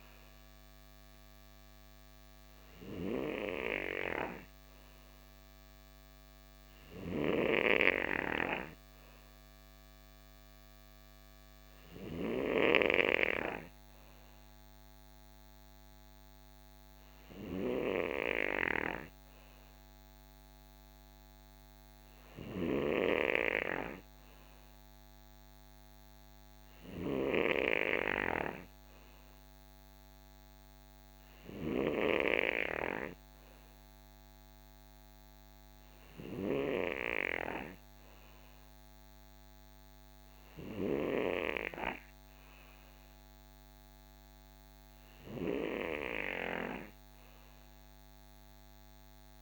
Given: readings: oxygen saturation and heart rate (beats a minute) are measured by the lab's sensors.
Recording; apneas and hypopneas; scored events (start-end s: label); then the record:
breathing in sleep by a microphone on the trachea; none
none scored
From the record:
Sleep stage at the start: N3 (deep sleep); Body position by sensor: on the right side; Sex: male